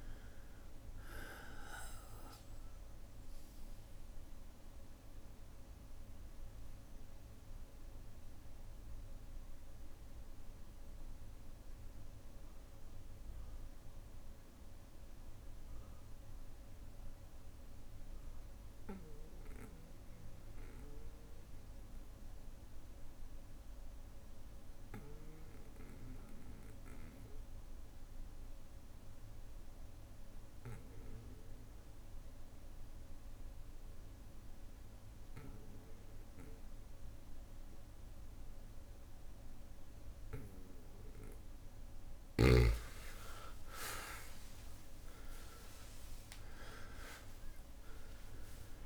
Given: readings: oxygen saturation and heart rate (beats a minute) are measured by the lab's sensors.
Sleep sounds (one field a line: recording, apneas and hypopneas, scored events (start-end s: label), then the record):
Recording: breathing in sleep by a room microphone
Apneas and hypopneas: 1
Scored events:
0.00-19.50 s: oxygen desaturation (device-marked, oxygen 91% lowest, heart rate 55 extreme)
1.50-34.50 s: bradycardia (device-marked, heart rate 61 before, 55 extreme)
6.00-41.00 s: obstructive apnea (oxygen 99% before, 91% lowest, heart rate 60 before, 55 extreme, up 24 after)
36.50-48.86 s: oxygen desaturation (device-marked, oxygen 98% before, 91% lowest, heart rate 57 before, 55 extreme)
43.00-46.00 s: arousal
44.00-46.00 s: long interval between heartbeats (device-marked, heart rate 59 before, 79 extreme)
From the record:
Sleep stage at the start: N2 (light sleep)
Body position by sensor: on the back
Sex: male